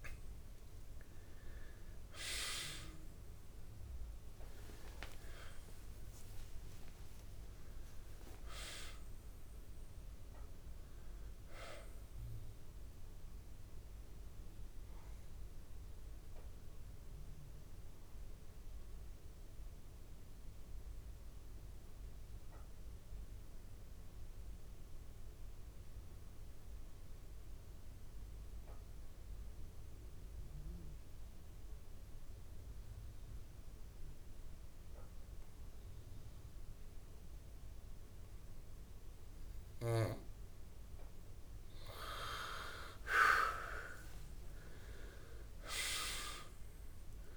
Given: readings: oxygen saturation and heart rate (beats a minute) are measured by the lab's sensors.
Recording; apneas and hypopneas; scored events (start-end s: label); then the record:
breathing in sleep by a room microphone; 1
0.00-23.00 s: oxygen desaturation (device-marked, oxygen 88% lowest)
17.00-40.50 s: obstructive apnea (oxygen 98% before, 82% lowest, heart rate 98 before, 31 extreme)
39.00-47.36 s: oxygen desaturation (device-marked, oxygen 98% before, 82% lowest, heart rate 59 before, 64 extreme)
43.00-46.00 s: arousal
From the record:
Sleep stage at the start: N2 (light sleep); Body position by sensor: on the back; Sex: male